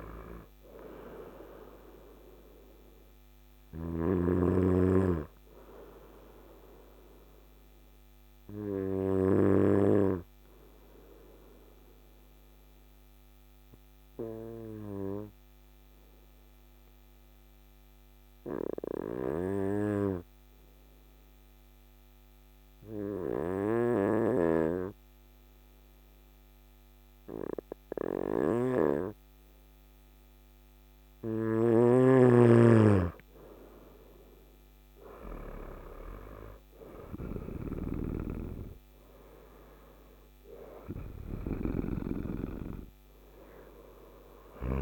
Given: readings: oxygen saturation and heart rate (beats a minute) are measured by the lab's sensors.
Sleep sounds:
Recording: breathing in sleep by a microphone on the trachea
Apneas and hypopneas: 1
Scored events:
7.00-30.50 s: obstructive apnea (oxygen 99% before, 93% lowest, heart rate 60 before, 53 extreme, up 10 after)
32.50-37.00 s: arousal
34.50-44.82 s: oxygen desaturation (device-marked, oxygen 98% before, 93% lowest, heart rate 54 before, 54 extreme)
40.50-44.00 s: snoring (device-marked)
From the record:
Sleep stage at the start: N2 (light sleep)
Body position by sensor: on the front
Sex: male

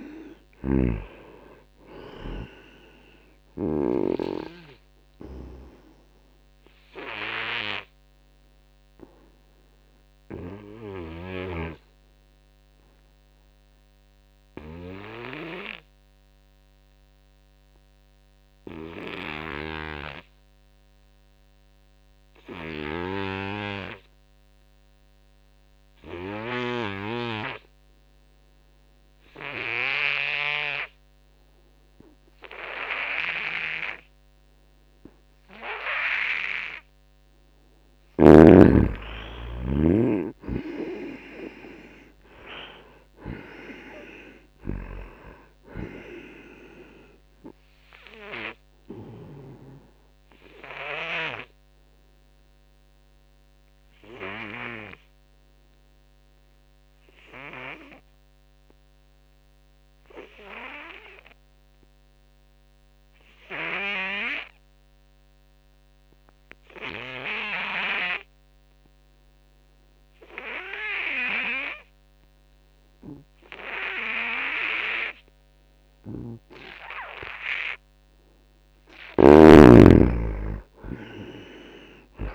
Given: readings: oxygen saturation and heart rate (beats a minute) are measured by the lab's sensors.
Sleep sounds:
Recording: breathing in sleep by a microphone on the trachea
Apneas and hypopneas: 2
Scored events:
0.00-15.00 s: oxygen desaturation (device-marked, oxygen 79% lowest, heart rate 79 extreme)
0.50-4.00 s: snoring (device-marked)
5.50-36.00 s: obstructive apnea (oxygen 98% before, 79% lowest, heart rate 85 before, 79 extreme, up 11 after)
29.00-63.00 s: oxygen desaturation (device-marked, oxygen 98% before, 79% lowest, heart rate 84 before, 79 extreme)
37.50-41.00 s: arousal
48.50-77.00 s: obstructive apnea (oxygen 98% before, 79% lowest, heart rate 87 before, 80 extreme, up 14 after)
74.00-82.35 s: oxygen desaturation (device-marked, oxygen 98% before, 80% lowest, heart rate 86 before, 84 extreme)
77.50-79.50 s: long interval between heartbeats (device-marked, heart rate 85 before, 90 extreme)
78.00-82.35 s: arousal
79.00-82.35 s: snoring (device-marked)
From the record:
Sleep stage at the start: N2 (light sleep)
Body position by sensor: on the right side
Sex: male

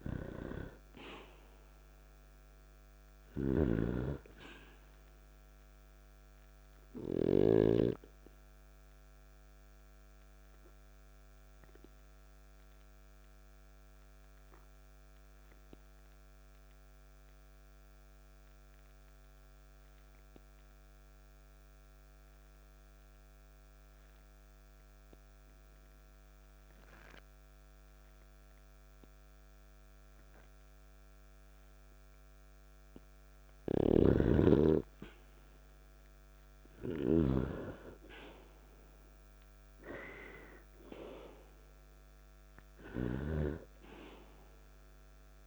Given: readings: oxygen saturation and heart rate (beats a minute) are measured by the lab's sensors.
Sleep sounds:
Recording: breathing in sleep by a microphone on the trachea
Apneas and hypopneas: 1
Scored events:
0.00-2.00 s: oxygen desaturation (device-marked, oxygen 93% lowest, heart rate 52 extreme)
3.00-7.50 s: snoring (device-marked)
9.00-32.50 s: obstructive apnea (oxygen 98% before, 90% lowest, heart rate 53 before, 50 extreme, up 2 after)
17.00-33.00 s: oxygen desaturation (device-marked, oxygen 95% before, 90% lowest, heart rate 55 before, 50 extreme)
33.50-45.47 s: snoring (device-marked)
35.50-38.50 s: arousal
From the record:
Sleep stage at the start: N2 (light sleep)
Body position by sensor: on the back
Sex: male

